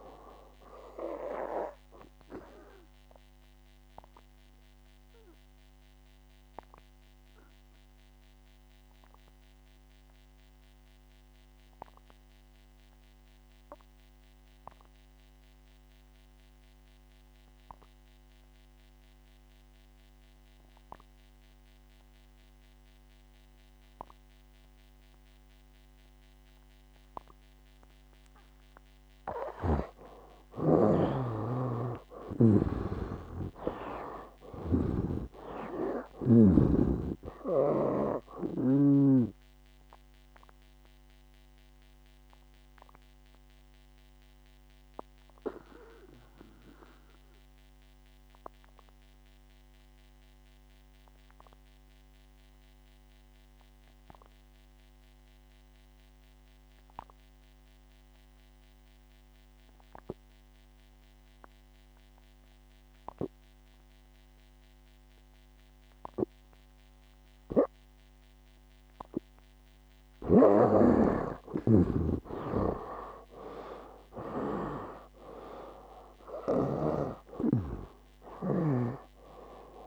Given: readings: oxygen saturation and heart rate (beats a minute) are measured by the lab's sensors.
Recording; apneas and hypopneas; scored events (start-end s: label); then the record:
breathing in sleep by a microphone on the trachea; 2
0.00-26.00 s: oxygen desaturation (device-marked, oxygen 79% lowest, heart rate 64 extreme)
2.50-29.50 s: obstructive apnea (oxygen 98% before, 79% lowest, heart rate 67 before, 64 extreme, up 9 after)
31.00-39.50 s: snoring (device-marked)
32.50-36.00 s: arousal
37.00-68.00 s: oxygen desaturation (device-marked, oxygen 96% before, 79% lowest, heart rate 68 before, 63 extreme)
40.00-70.50 s: obstructive apnea (oxygen 96% before, 76% lowest, heart rate 70 before, 63 extreme, up 14 after)
72.50-77.00 s: arousal
From the record:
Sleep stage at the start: N2 (light sleep); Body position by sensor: on the back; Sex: male